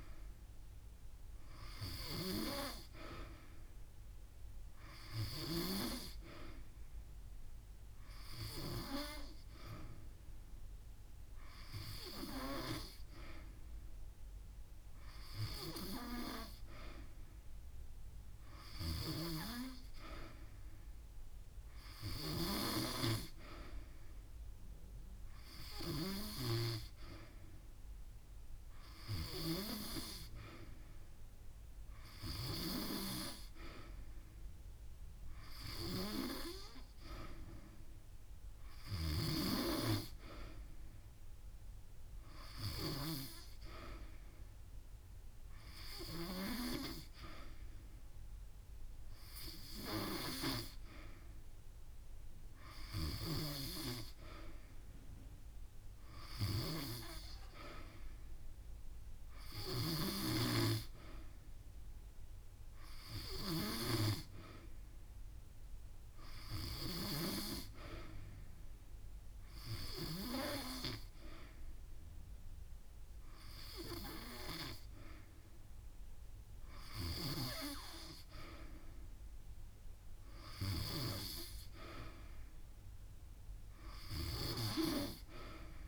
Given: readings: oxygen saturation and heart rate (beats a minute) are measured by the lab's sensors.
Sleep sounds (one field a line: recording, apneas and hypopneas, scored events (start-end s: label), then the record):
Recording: breathing in sleep by a room microphone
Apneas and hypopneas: none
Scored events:
16.00-18.00 s: long interval between heartbeats (device-marked)
22.00-24.00 s: long interval between heartbeats (device-marked)
66.00-78.00 s: drop in pulse transit time (device-marked)
73.00-75.00 s: long interval between heartbeats (device-marked)
From the record:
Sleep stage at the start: N3 (deep sleep)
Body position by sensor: on the back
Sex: female